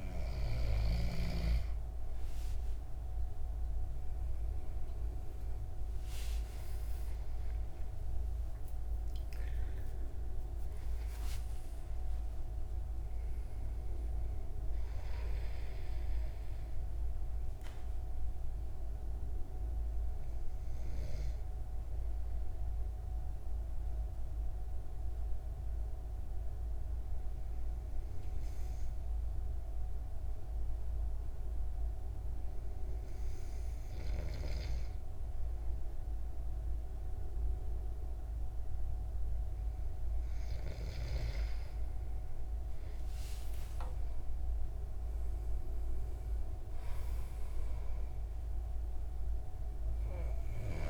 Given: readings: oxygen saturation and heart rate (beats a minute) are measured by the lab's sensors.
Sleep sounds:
breathing in sleep by a room microphone; 1
6.00-11.00 s: arousal
18.50-40.00 s: hypopnea (oxygen 96% before, 94% lowest, heart rate 89 before, 61 extreme, up 19 after)
42.50-46.50 s: arousal
From the record:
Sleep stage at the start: N2 (light sleep); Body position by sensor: on the back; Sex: male

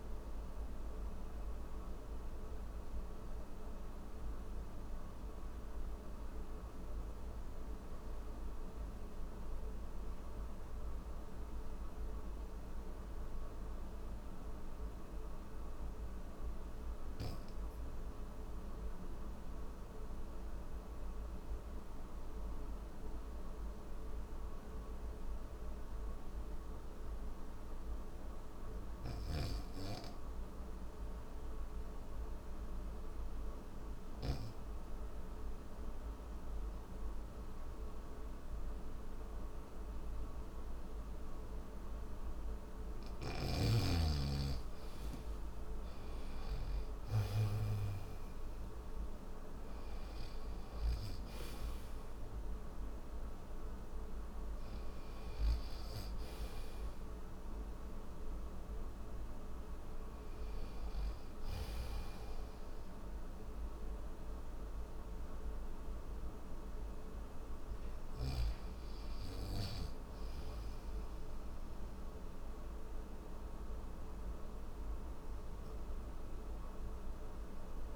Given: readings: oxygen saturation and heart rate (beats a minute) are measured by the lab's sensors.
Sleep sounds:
breathing in sleep, hard to hear, by a room microphone; none
32.50-74.50 s: oxygen desaturation (device-marked, oxygen 97% before, 89% lowest, heart rate 62 before, 59 extreme)
50.50-77.95 s: new sleep stage, N3 (deep sleep)
From the record:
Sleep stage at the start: N1 (lightest sleep); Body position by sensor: on the back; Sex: male

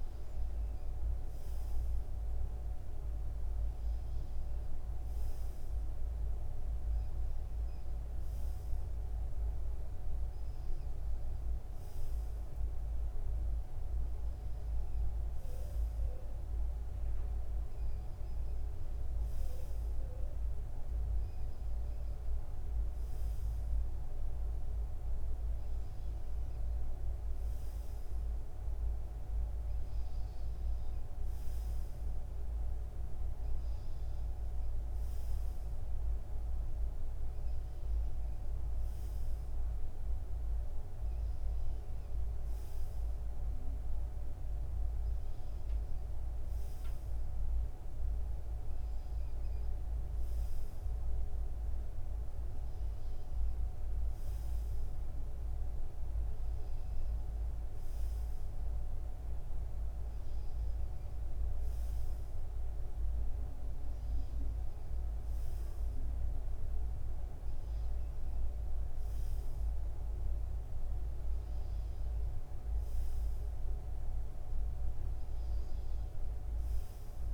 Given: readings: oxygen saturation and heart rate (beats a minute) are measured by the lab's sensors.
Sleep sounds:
breathing in sleep, hard to hear, by a room microphone; none
44.50-46.50 s: long interval between heartbeats (device-marked, heart rate 83 before, 94 extreme)
From the record:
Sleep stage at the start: N2 (light sleep); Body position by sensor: on the front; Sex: male

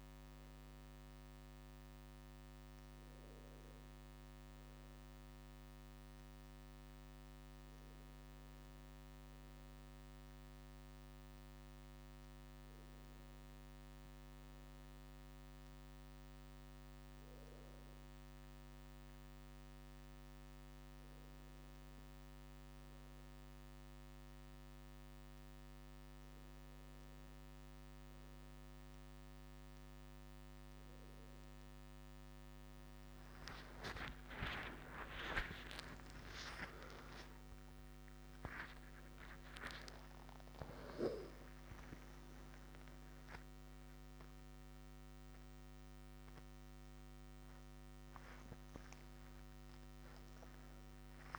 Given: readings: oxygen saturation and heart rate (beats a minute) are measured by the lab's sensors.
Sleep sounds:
a person awake in a sleep study, by a microphone on the trachea; none
31.00-51.38 s: new sleep stage, N1 (lightest sleep)
33.50-38.00 s: arousal
From the record:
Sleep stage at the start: awake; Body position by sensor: on the right side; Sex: male

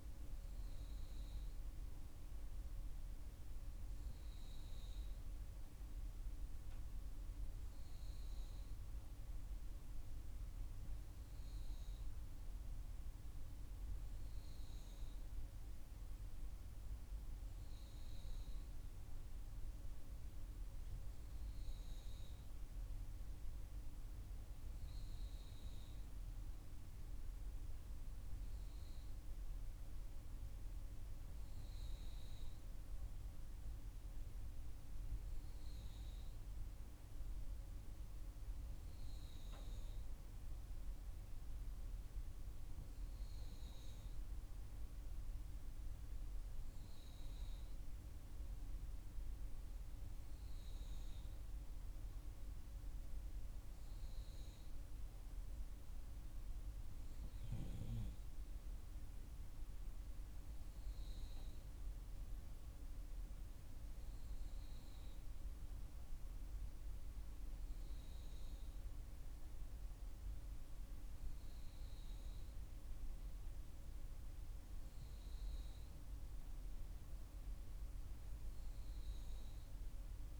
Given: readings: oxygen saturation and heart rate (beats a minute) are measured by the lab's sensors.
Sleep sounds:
breathing in sleep, hard to hear, by a room microphone; none
none scored
From the record:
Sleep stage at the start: N3 (deep sleep); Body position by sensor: on the back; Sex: female

